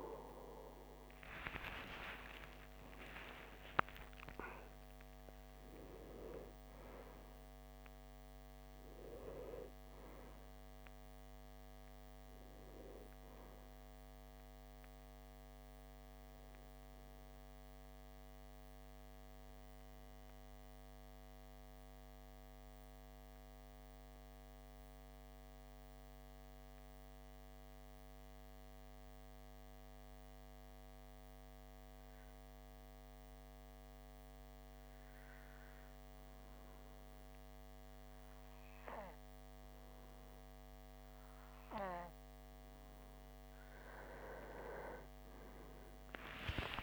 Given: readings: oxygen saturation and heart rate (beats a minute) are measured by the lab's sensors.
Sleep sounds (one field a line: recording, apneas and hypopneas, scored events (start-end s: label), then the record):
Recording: breathing in sleep by a microphone on the trachea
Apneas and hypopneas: 1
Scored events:
0.00-2.50 s: arousal
2.50-29.50 s: oxygen desaturation (device-marked, oxygen 97% before, 93% lowest)
16.00-41.50 s: obstructive apnea (oxygen 97% before, 93% lowest)
44.50-46.83 s: arousal
From the record:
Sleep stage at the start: N2 (light sleep)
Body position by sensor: on the back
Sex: male